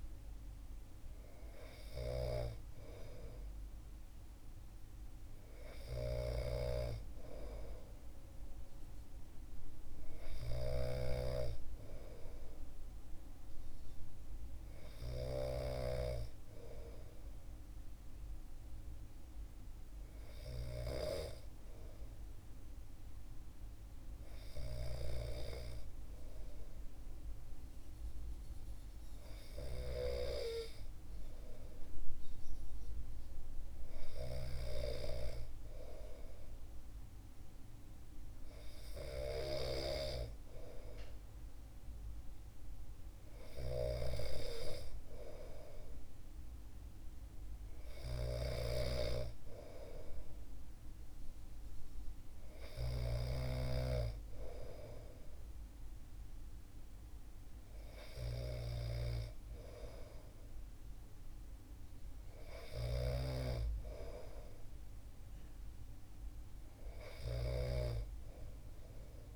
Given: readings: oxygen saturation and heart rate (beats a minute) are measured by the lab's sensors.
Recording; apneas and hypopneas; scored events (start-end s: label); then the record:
breathing in sleep by a room microphone; none
0.00-15.50 s: snoring (device-marked)
43.00-69.36 s: snoring (device-marked)
From the record:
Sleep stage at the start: N2 (light sleep); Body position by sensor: on the back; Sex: male